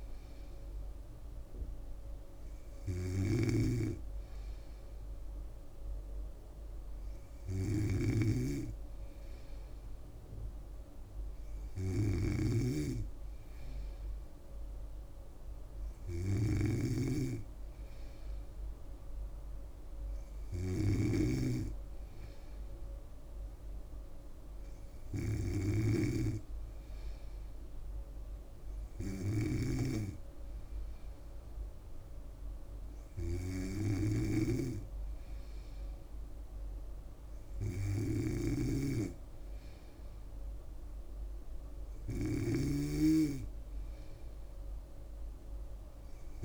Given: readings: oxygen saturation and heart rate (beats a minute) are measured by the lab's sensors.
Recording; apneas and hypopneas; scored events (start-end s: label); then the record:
breathing in sleep by a room microphone; none
0.00-46.45 s: snoring (device-marked)
From the record:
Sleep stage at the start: N3 (deep sleep); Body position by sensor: on the back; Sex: female